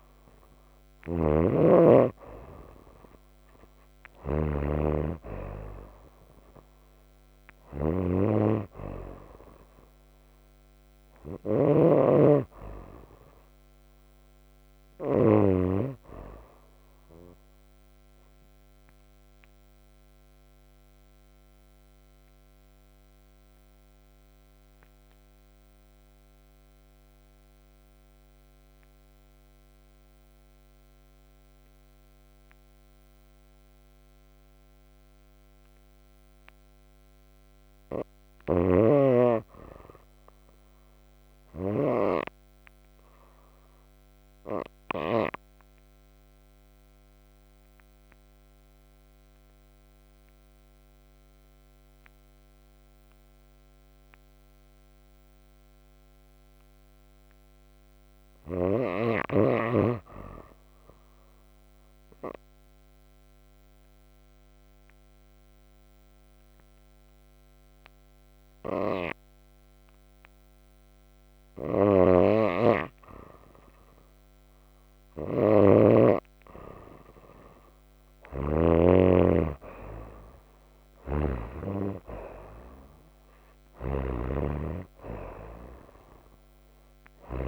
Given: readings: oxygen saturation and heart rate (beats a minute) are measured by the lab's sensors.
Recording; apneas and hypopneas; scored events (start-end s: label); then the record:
breathing in sleep by a microphone on the trachea; 1
0.00-15.00 s: snoring (device-marked)
17.00-73.00 s: obstructive apnea (oxygen 96% before, 81% lowest, heart rate 50 before, 34 extreme, up 12 after)
24.00-41.00 s: oxygen desaturation (device-marked, oxygen 92% before, 88% lowest, heart rate 51 before, 34 extreme)
52.00-87.48 s: oxygen desaturation (device-marked, oxygen 97% before, 87% lowest)
71.50-78.50 s: snoring (device-marked)
76.50-80.50 s: arousal
80.50-87.48 s: snoring (device-marked)
From the record:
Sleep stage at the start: N2 (light sleep); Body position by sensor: on the right side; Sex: female